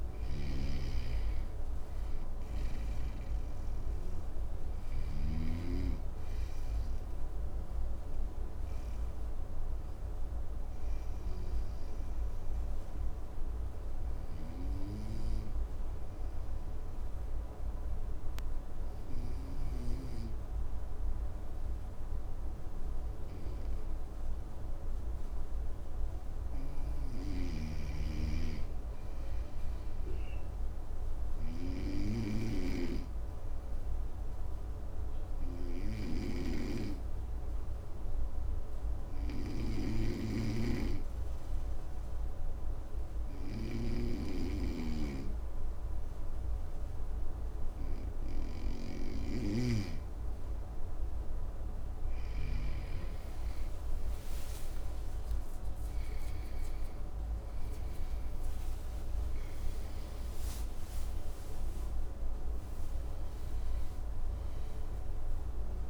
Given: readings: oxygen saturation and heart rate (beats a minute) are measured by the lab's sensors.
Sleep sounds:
breathing in sleep by a room microphone; 2
0.00-4.50 s: snoring (device-marked)
0.00-20.50 s: oxygen desaturation (device-marked, oxygen 93% lowest, heart rate 54 extreme)
7.00-23.00 s: obstructive apnea (oxygen 100% before, 93% lowest, heart rate 61 before, 54 extreme, up 4 after)
26.50-30.00 s: arousal
26.50-32.00 s: snoring (device-marked)
32.50-48.50 s: obstructive apnea (oxygen 99% before, 94% lowest, heart rate 55 before, 55 extreme, up 6 after)
53.00-59.00 s: arousal
From the record:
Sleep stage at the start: N2 (light sleep); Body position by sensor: on the right side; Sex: male

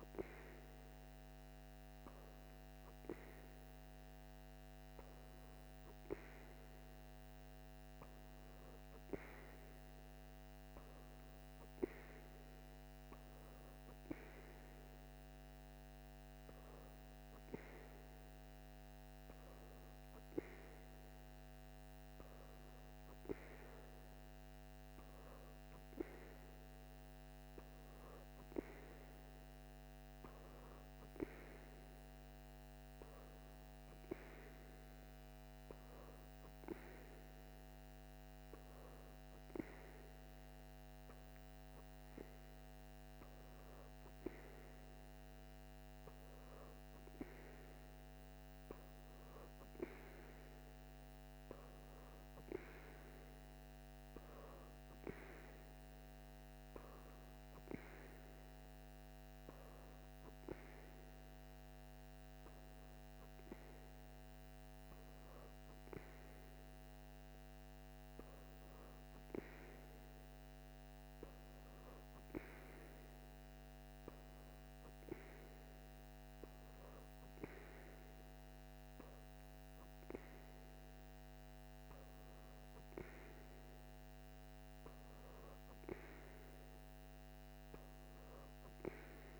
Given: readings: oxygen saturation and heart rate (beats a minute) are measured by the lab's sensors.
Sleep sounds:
breathing in sleep by a microphone on the trachea; none
none scored
From the record:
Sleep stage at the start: N3 (deep sleep); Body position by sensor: on the back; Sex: female

